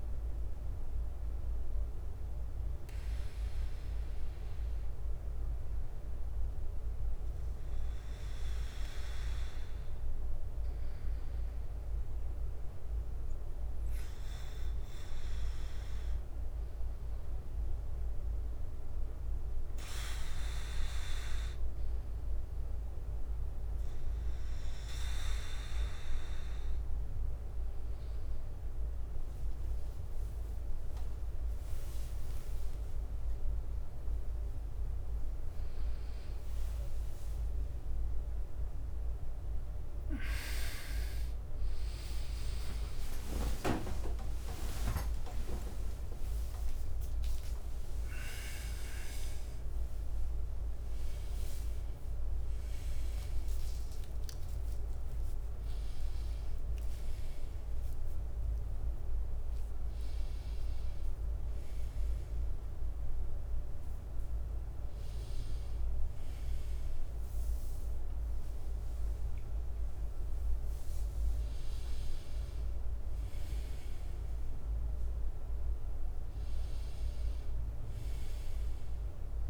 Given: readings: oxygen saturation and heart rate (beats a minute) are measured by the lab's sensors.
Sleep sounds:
a person partly awake in a sleep study, by a room microphone; none
28.00-34.00 s: tachycardia (device-marked, heart rate 61 before, 119 extreme)
29.50-37.50 s: leg movement (device-marked)
30.50-32.50 s: long interval between heartbeats (device-marked, heart rate 63 before, 96 extreme)
32.00-56.00 s: drop in pulse transit time (device-marked, heart rate 67 before, 73 extreme)
41.50-43.50 s: long interval between heartbeats (device-marked, heart rate 83 before, 79 extreme)
42.00-46.00 s: tachycardia (device-marked, heart rate 62 before, 108 extreme)
42.00-72.00 s: new sleep stage, awake
45.00-47.00 s: long interval between heartbeats (device-marked, heart rate 88 before, 108 extreme)
55.50-57.50 s: leg movement (device-marked)
59.00-64.00 s: oxygen desaturation (device-marked, oxygen 100% before, 96% lowest, heart rate 87 before, 63 extreme)
61.50-63.50 s: leg movement (device-marked)
65.50-72.00 s: leg movement (device-marked)
72.00-79.50 s: new sleep stage, N1 (lightest sleep)
From the record:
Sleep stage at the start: N1 (lightest sleep); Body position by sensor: on the right side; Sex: male

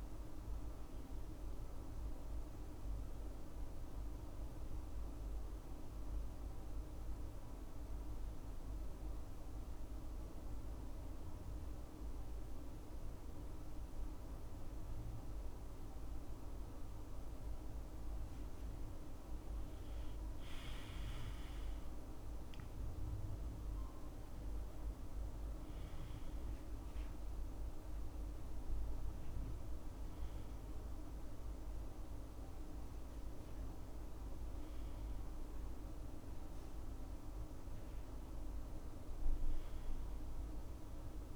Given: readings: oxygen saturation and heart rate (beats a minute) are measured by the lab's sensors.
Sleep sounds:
breathing in sleep, hard to hear, by a room microphone; 1
2.00-17.00 s: mixed apnea (oxygen 98% before, 91% lowest, heart rate 71 before, 68 extreme, up 11 after)
14.00-41.36 s: oxygen desaturation (device-marked, oxygen 98% before, 91% lowest, heart rate 69 before, 69 extreme)
18.50-23.00 s: arousal
From the record:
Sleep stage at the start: N2 (light sleep); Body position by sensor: on the back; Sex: male

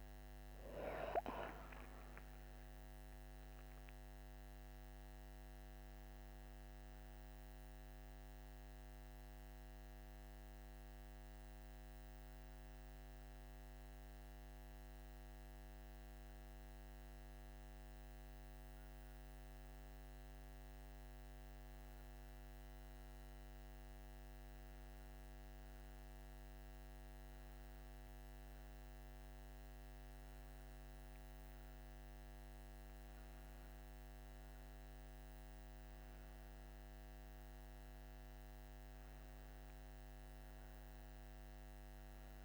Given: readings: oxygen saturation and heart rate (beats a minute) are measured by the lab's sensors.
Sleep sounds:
a person awake in a sleep study, hard to hear, by a microphone on the trachea; none
27.50-42.45 s: oxygen desaturation (device-marked, oxygen 99% before, 93% lowest, heart rate 64 before, 59 extreme)
From the record:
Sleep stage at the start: awake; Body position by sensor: on the back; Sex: female

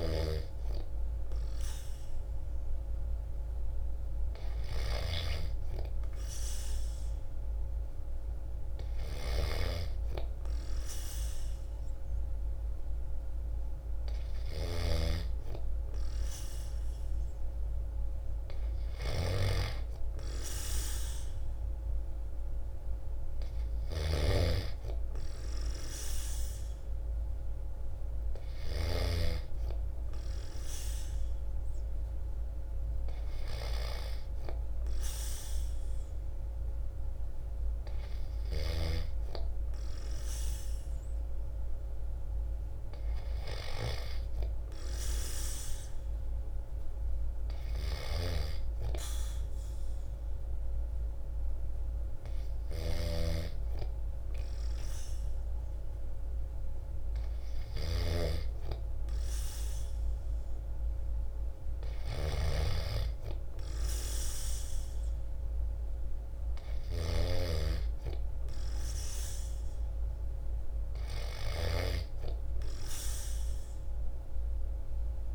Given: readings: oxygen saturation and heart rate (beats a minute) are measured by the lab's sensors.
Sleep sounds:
breathing in sleep by a room microphone; none
13.00-75.35 s: new sleep stage, N3 (deep sleep)
14.00-28.50 s: snoring (device-marked)
52.00-66.50 s: snoring (device-marked)
From the record:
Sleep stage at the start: N2 (light sleep); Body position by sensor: on the right side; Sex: male

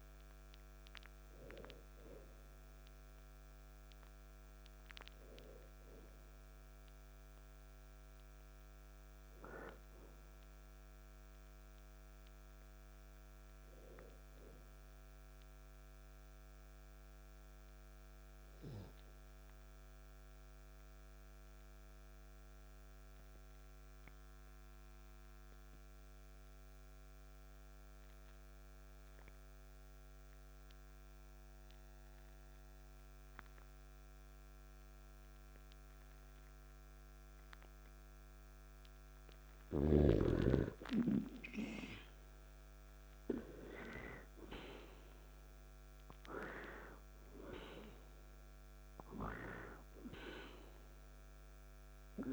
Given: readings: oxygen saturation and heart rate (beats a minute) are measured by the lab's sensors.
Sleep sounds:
breathing in sleep by a microphone on the trachea; 1
3.00-9.00 s: oxygen desaturation (device-marked, oxygen 98% before, 95% lowest, heart rate 59 before, 53 extreme)
13.00-17.00 s: arousal
21.50-38.50 s: obstructive apnea (oxygen 98% before, 91% lowest, heart rate 58 before, 50 extreme, up 1 after)
42.50-47.00 s: arousal
44.00-52.33 s: oxygen desaturation (device-marked, oxygen 98% before, 94% lowest, heart rate 52 before, 52 extreme)
From the record:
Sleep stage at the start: N2 (light sleep); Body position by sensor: on the back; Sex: male

